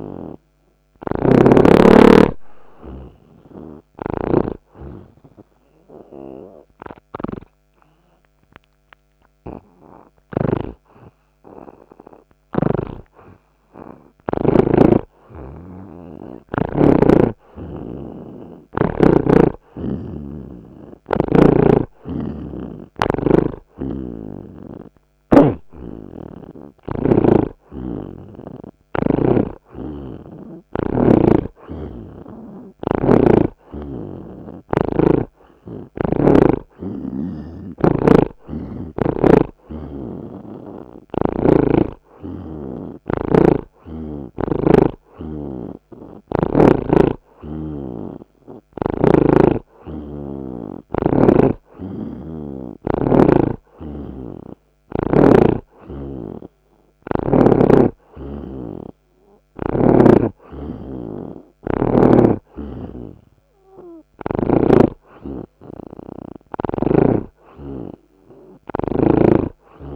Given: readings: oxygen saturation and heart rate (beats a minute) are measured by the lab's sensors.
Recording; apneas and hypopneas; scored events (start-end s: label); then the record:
breathing in sleep by a microphone on the trachea; 1
0.00-2.00 s: arousal
1.00-15.00 s: snoring (device-marked)
4.50-14.50 s: hypopnea (oxygen 82% before, 76% lowest)
17.00-20.50 s: arousal
22.00-25.50 s: snoring (device-marked)
27.50-31.00 s: snoring (device-marked)
32.00-43.00 s: oxygen desaturation (device-marked, oxygen 83% before, 76% lowest)
33.00-36.50 s: snoring (device-marked)
45.00-52.00 s: oxygen desaturation (device-marked, oxygen 82% before, 79% lowest)
46.00-49.50 s: snoring (device-marked)
54.00-57.50 s: snoring (device-marked)
From the record:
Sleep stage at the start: N2 (light sleep); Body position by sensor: on the right side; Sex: male